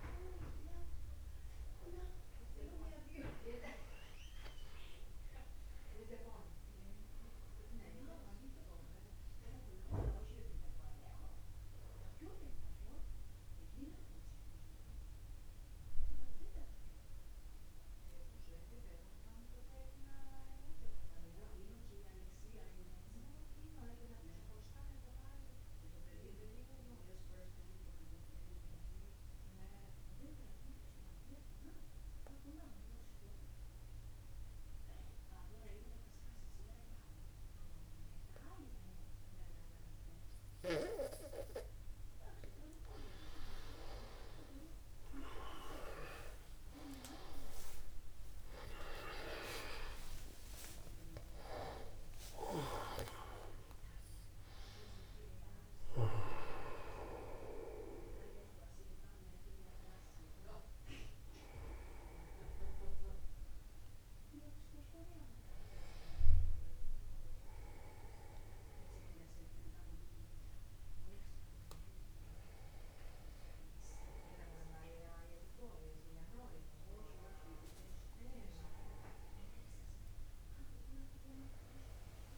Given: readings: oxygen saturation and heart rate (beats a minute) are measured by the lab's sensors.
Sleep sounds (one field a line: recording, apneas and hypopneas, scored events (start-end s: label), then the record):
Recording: a person partly awake in a sleep study, by a room microphone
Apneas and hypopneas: 1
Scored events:
13.00-42.00 s: mixed apnea (oxygen 96% before, 92% lowest, heart rate 52 before, 50 extreme, up 10 after)
42.50-82.38 s: new sleep stage, awake
49.00-51.00 s: long interval between heartbeats (device-marked, heart rate 51 before, 59 extreme)
53.50-55.50 s: long interval between heartbeats (device-marked, heart rate 53 before, 69 extreme)
55.50-57.50 s: long interval between heartbeats (device-marked, heart rate 55 before, 71 extreme)
60.50-62.50 s: long interval between heartbeats (device-marked, heart rate 60 before, 66 extreme)
66.00-68.00 s: long interval between heartbeats (device-marked, heart rate 63 before, 69 extreme)
72.50-82.38 s: oxygen desaturation (device-marked, oxygen 95% before, 92% lowest, heart rate 65 before, 48 extreme)
78.00-80.00 s: long interval between heartbeats (device-marked, heart rate 61 before, 59 extreme)
From the record:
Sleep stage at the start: N2 (light sleep)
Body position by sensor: upright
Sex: male